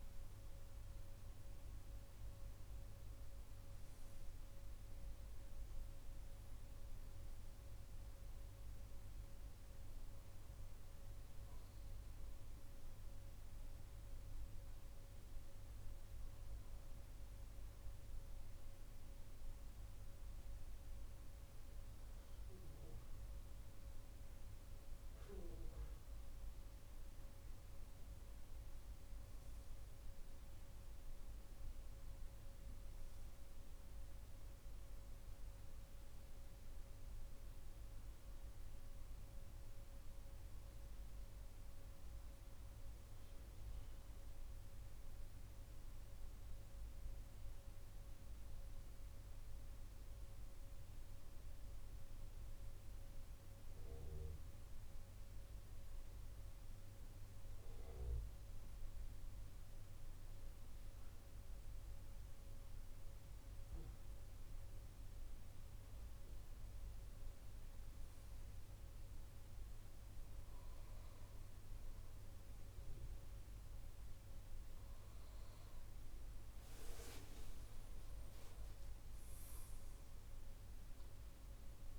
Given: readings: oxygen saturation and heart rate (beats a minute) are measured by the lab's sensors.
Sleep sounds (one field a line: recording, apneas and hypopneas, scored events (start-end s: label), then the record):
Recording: breathing in sleep, hard to hear, by a room microphone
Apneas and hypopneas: 1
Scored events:
0.50-5.00 s: arousal
36.50-40.50 s: arousal
47.00-57.00 s: central apnea (oxygen 96% before, 94% lowest, heart rate 130 before, 119 extreme)
60.00-63.50 s: arousal
From the record:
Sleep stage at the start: N2 (light sleep)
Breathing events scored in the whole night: 354 in 6.7 hours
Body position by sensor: on the back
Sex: male